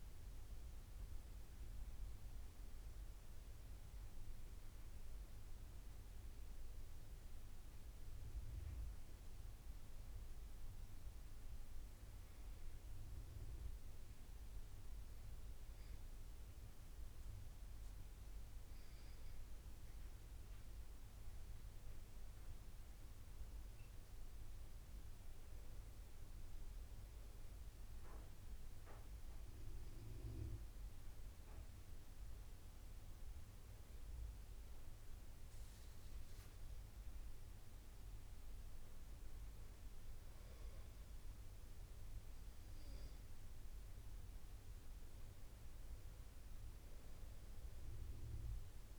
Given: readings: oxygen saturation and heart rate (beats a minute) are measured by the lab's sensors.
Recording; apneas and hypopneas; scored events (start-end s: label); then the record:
breathing in sleep, hard to hear, by a room microphone; none
2.00-48.99 s: new sleep stage, N2 (light sleep)
From the record:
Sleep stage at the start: N1 (lightest sleep); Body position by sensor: on the back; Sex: male